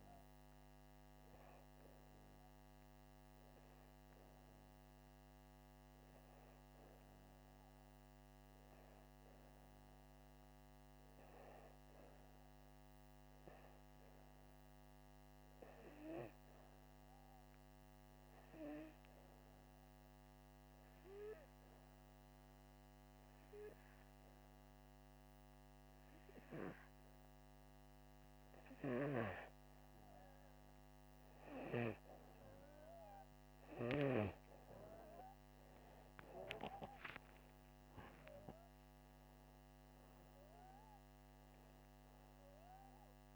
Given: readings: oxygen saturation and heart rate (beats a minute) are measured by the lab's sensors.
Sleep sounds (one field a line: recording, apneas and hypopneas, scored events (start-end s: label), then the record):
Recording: breathing in sleep by a microphone on the trachea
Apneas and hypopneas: 1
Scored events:
20.00-30.00 s: hypopnea (oxygen 96% before, 92% lowest, heart rate 81 before, 77 extreme, up 0 after)
36.50-40.00 s: arousal
From the record:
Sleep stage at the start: N2 (light sleep)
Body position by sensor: upright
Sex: male